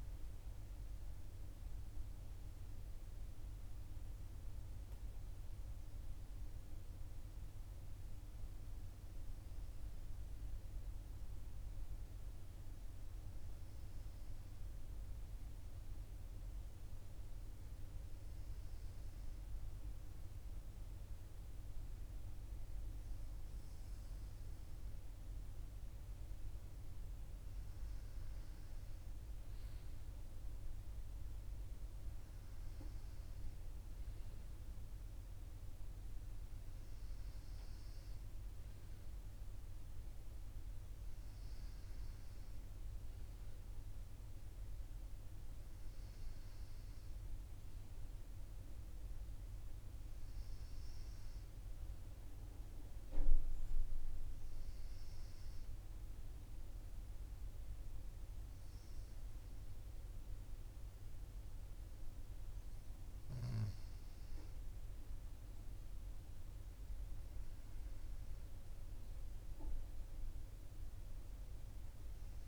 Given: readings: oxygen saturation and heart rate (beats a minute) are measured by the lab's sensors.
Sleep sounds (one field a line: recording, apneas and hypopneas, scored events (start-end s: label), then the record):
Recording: a person partly awake in a sleep study, hard to hear, by a room microphone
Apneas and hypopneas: none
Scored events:
0.50-60.50 s: new sleep stage, N1 (lightest sleep)
60.50-72.48 s: new sleep stage, N2 (light sleep)
From the record:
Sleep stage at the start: awake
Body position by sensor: on the right side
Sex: male